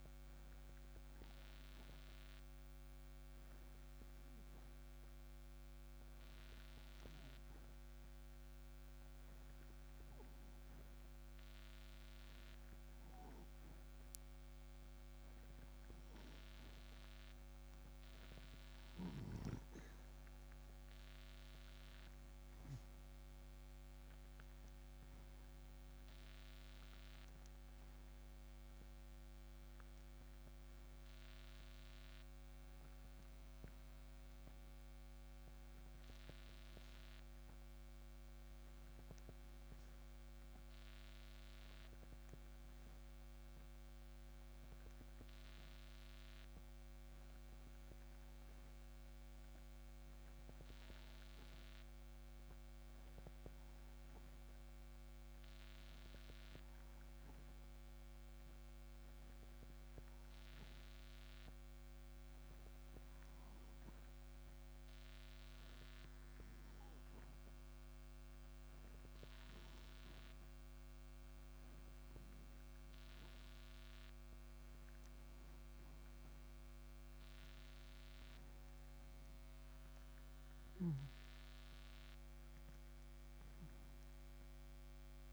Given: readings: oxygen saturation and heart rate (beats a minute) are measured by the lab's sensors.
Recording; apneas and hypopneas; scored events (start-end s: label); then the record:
breathing in sleep, hard to hear, by a microphone on the trachea; 2
3.50-17.00 s: obstructive apnea (oxygen 96% before, 92% lowest)
21.50-26.50 s: arousal
42.00-73.50 s: hypopnea (oxygen 96% before, 92% lowest)
77.00-83.00 s: arousal
From the record:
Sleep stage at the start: N2 (light sleep); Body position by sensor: on the right side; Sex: male